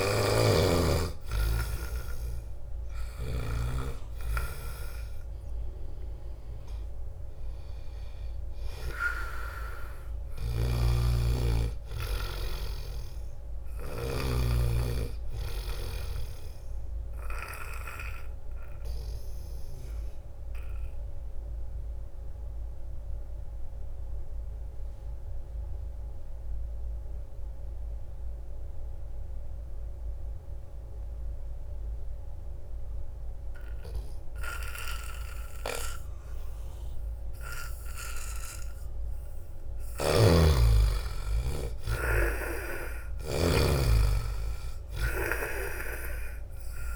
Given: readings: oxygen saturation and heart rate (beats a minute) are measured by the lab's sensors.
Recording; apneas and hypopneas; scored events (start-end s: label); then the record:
breathing in sleep by a room microphone; 1
0.00-16.00 s: oxygen desaturation (device-marked, oxygen 83% lowest)
10.00-14.00 s: snoring (device-marked)
18.00-38.50 s: obstructive apnea (oxygen 96% before, 81% lowest)
33.00-46.96 s: oxygen desaturation (device-marked, oxygen 96% before, 81% lowest)
35.50-37.50 s: long interval between heartbeats (device-marked)
39.00-41.00 s: long interval between heartbeats (device-marked)
40.00-43.50 s: arousal
40.00-43.50 s: snoring (device-marked)
From the record:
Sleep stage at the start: N2 (light sleep); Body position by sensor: on the back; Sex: male